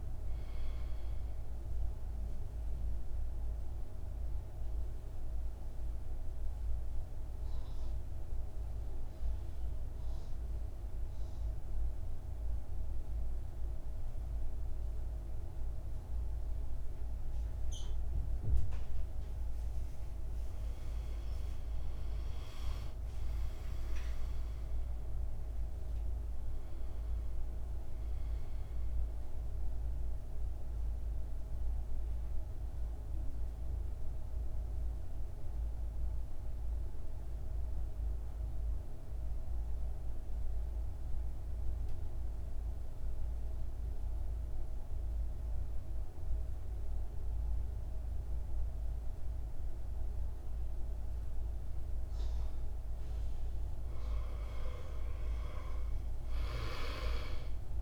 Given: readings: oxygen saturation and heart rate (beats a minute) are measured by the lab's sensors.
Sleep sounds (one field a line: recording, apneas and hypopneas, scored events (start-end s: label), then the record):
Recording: breathing in sleep, hard to hear, by a room microphone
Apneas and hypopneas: 2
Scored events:
3.00-18.00 s: central apnea (oxygen 99% before, 90% lowest, heart rate 55 before, 48 extreme, up 13 after)
20.00-24.50 s: arousal
25.50-52.50 s: oxygen desaturation (device-marked, oxygen 98% before, 91% lowest, heart rate 55 before, 48 extreme)
29.50-52.50 s: central apnea (oxygen 98% before, 87% lowest, heart rate 57 before, 48 extreme, up 8 after)
54.00-57.50 s: arousal
From the record:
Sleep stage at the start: N2 (light sleep)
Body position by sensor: on the right side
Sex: male